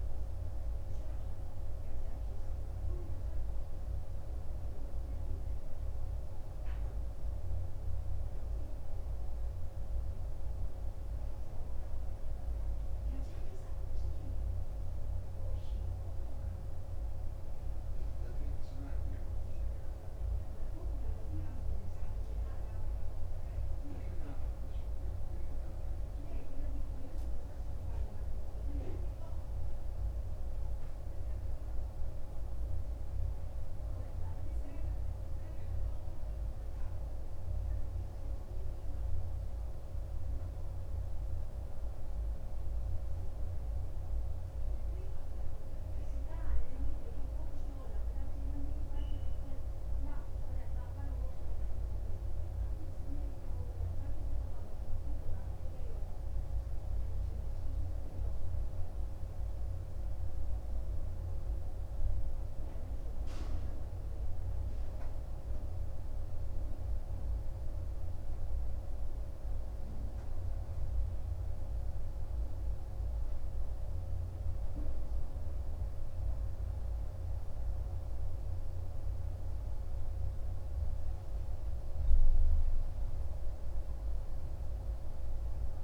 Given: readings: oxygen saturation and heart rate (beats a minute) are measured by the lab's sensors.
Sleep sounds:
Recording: breathing in sleep, hard to hear, by a room microphone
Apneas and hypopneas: none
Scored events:
none scored
From the record:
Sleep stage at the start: N2 (light sleep)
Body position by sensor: on the right side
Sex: male

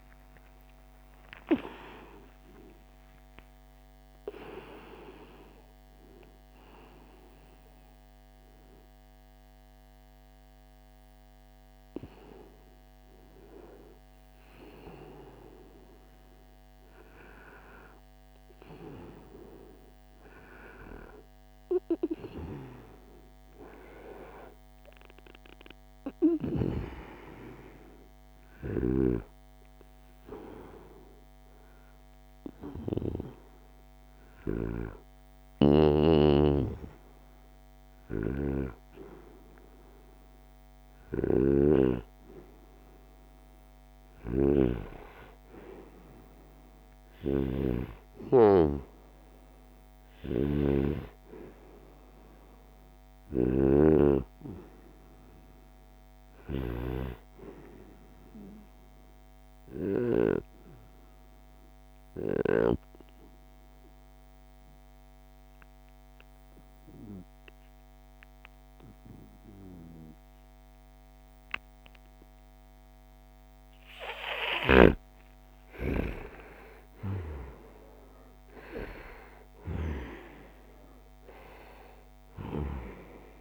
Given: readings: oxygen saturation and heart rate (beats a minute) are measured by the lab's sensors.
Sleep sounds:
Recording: a person partly awake in a sleep study, by a microphone on the trachea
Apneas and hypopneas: 1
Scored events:
2.50-4.50 s: long interval between heartbeats (device-marked, heart rate 82 before, 112 extreme)
14.50-44.50 s: new sleep stage, N1 (lightest sleep)
22.00-24.00 s: long interval between heartbeats (device-marked, heart rate 86 before, 90 extreme)
25.50-42.50 s: oxygen desaturation (device-marked, oxygen 97% before, 94% lowest, heart rate 83 before, 75 extreme)
34.50-59.50 s: snoring (device-marked)
44.50-83.41 s: new sleep stage, N2 (light sleep)
63.50-74.50 s: obstructive apnea (oxygen 95% before, 88% lowest, heart rate 78 before, 71 extreme, up 5 after)
65.50-83.41 s: oxygen desaturation (device-marked, oxygen 94% before, 88% lowest, heart rate 78 before, 68 extreme)
74.00-83.41 s: snoring (device-marked)
75.50-80.50 s: arousal
From the record:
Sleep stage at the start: awake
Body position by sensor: on the right side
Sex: male

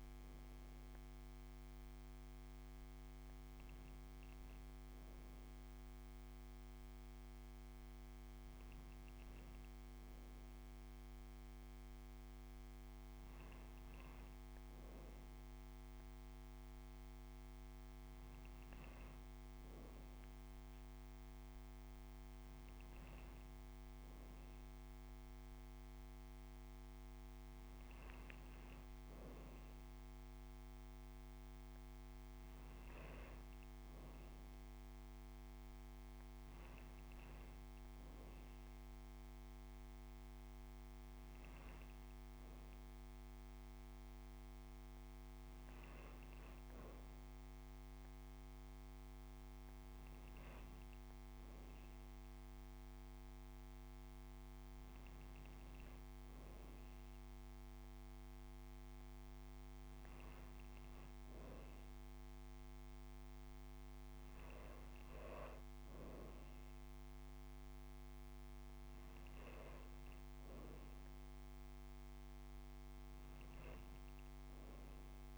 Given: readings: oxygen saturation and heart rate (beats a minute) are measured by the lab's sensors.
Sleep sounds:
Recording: breathing in sleep, hard to hear, by a microphone on the trachea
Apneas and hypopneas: none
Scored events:
none scored
From the record:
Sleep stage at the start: N2 (light sleep)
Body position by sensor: upright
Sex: female

